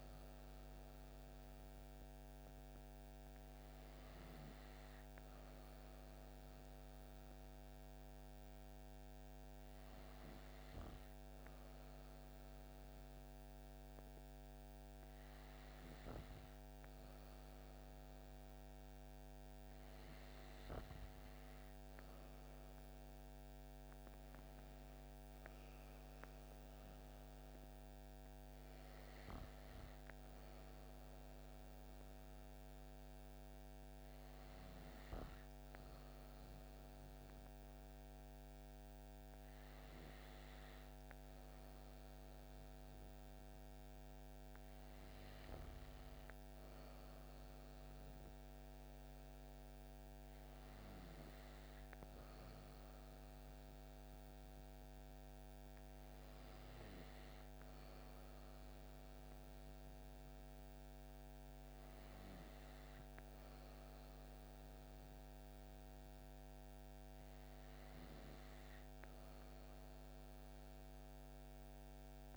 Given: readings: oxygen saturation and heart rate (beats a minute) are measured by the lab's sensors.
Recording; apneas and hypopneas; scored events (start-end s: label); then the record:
breathing in sleep, hard to hear, by a microphone on the trachea; none
none scored
From the record:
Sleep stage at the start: N2 (light sleep); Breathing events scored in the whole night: 89 in 5.5 hours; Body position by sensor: on the back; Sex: female